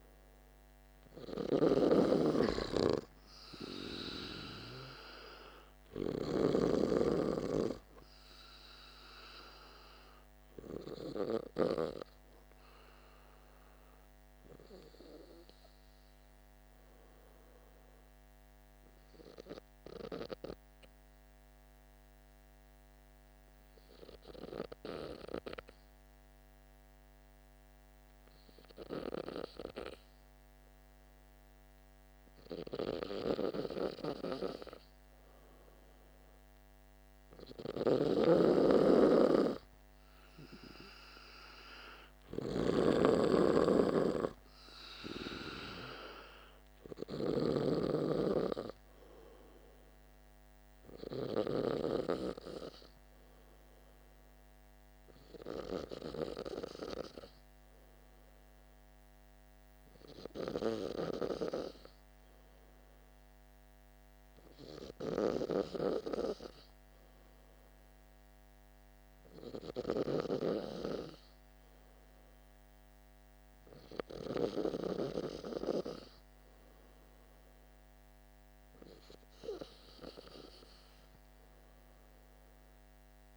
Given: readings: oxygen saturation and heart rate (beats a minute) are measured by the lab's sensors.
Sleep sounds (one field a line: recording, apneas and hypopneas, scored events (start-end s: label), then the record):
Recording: breathing in sleep by a microphone on the trachea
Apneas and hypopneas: 1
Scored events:
1.00-6.50 s: snoring (device-marked)
15.00-30.00 s: hypopnea (oxygen 96% before, 92% lowest, heart rate 54 before, 48 extreme, up 3 after)
31.00-35.00 s: arousal
37.50-47.00 s: snoring (device-marked)
39.50-65.50 s: oxygen desaturation (device-marked, oxygen 98% before, 92% lowest, heart rate 49 before, 50 extreme)
From the record:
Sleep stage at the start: N2 (light sleep)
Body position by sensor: on the back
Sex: male